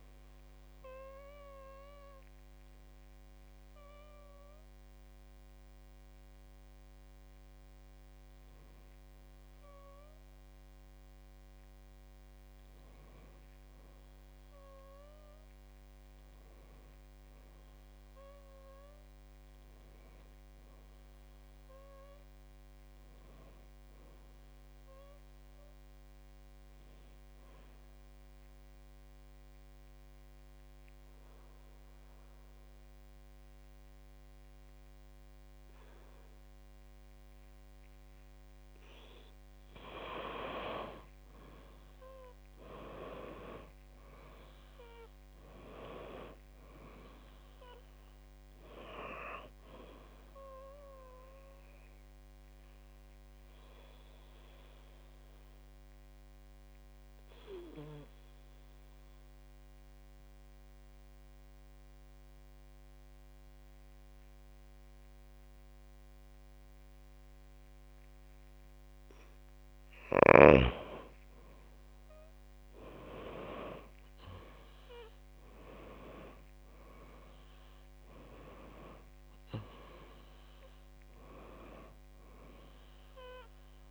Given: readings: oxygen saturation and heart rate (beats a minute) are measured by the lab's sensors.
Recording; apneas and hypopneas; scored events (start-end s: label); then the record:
breathing in sleep by a microphone on the trachea; 3
0.00-22.00 s: oxygen desaturation (device-marked, oxygen 90% lowest, heart rate 54 extreme)
1.00-14.50 s: hypopnea (oxygen 98% before, 90% lowest, heart rate 62 before, 54 extreme, up 8 after)
22.50-25.50 s: arousal
27.50-39.00 s: obstructive apnea (oxygen 98% before, 92% lowest, heart rate 60 before, 52 extreme, up 12 after)
41.00-45.00 s: arousal
47.00-66.00 s: oxygen desaturation (device-marked, oxygen 97% before, 93% lowest, heart rate 59 before, 52 extreme)
53.00-71.00 s: obstructive apnea (oxygen 98% before, 92% lowest, heart rate 62 before, 52 extreme, up 10 after)
73.00-76.50 s: arousal
79.00-83.91 s: oxygen desaturation (device-marked, oxygen 98% before, 92% lowest, heart rate 58 before, 52 extreme)
From the record:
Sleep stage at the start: N2 (light sleep); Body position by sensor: on the back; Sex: female